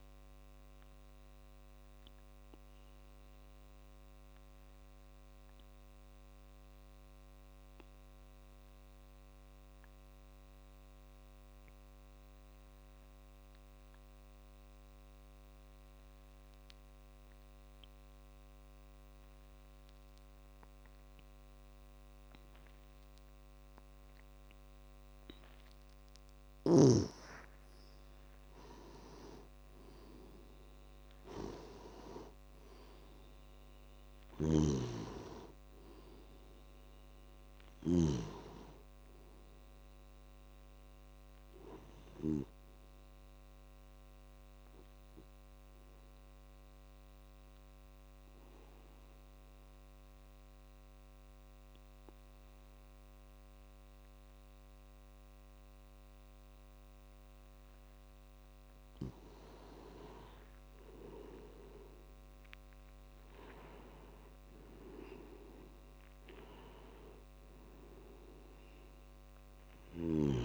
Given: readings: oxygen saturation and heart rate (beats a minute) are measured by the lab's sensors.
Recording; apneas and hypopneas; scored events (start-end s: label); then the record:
breathing in sleep by a microphone on the trachea; 2
0.00-11.50 s: oxygen desaturation (device-marked, oxygen 88% lowest)
0.50-25.00 s: obstructive apnea (oxygen 97% before, 88% lowest)
24.50-49.50 s: tachycardia (device-marked)
26.50-54.50 s: oxygen desaturation (device-marked, oxygen 98% before, 88% lowest)
27.00-31.00 s: arousal
34.00-42.50 s: snoring (device-marked)
45.50-58.00 s: obstructive apnea (oxygen 98% before, 88% lowest)
65.00-69.00 s: arousal
From the record:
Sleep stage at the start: N2 (light sleep); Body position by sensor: on the back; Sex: male